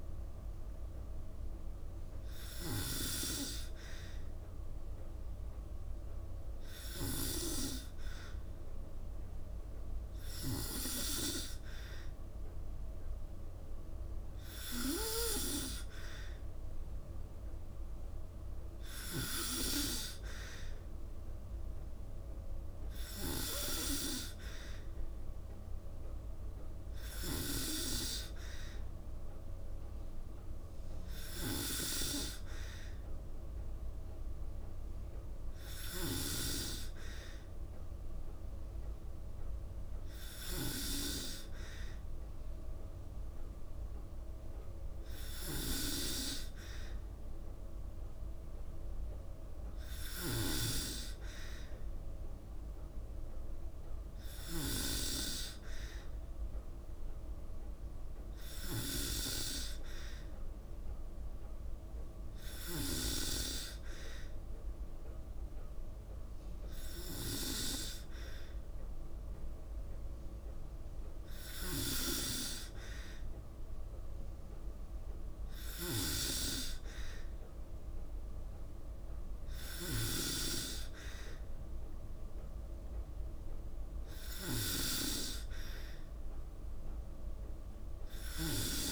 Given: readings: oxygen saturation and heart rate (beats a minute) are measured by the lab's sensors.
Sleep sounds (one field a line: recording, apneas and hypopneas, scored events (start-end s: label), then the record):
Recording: breathing in sleep by a room microphone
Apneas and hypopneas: none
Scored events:
58.00-62.50 s: snoring (device-marked)
75.00-88.92 s: snoring (device-marked)
From the record:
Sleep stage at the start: N2 (light sleep)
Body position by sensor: on the back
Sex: female